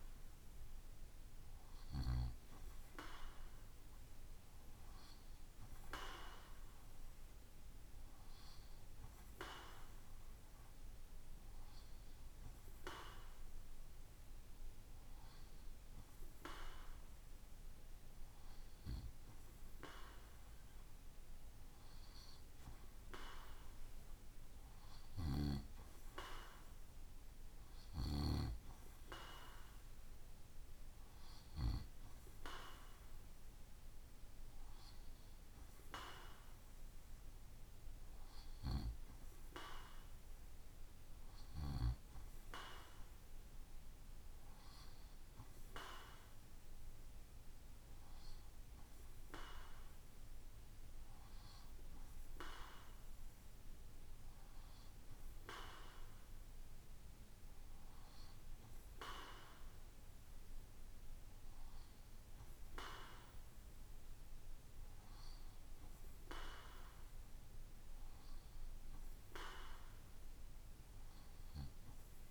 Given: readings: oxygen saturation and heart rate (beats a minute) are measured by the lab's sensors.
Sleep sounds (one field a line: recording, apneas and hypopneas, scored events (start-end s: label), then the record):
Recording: breathing in sleep by a room microphone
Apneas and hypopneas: none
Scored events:
none scored
From the record:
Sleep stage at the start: N2 (light sleep)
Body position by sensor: on the right side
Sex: male